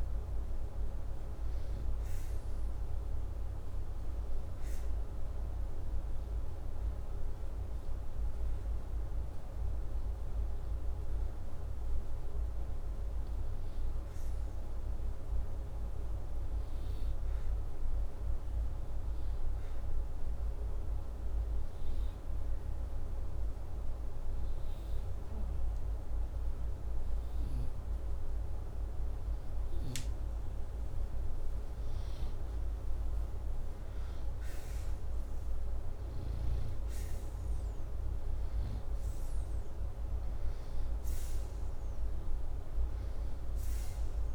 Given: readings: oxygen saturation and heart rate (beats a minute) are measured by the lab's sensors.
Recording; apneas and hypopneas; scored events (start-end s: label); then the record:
breathing in sleep, hard to hear, by a room microphone; 1
5.00-15.50 s: hypopnea (oxygen 96% before, 92% lowest, heart rate 87 before, 84 extreme, up 2 after)
17.50-20.00 s: arousal
From the record:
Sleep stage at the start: N2 (light sleep); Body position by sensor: upright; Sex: male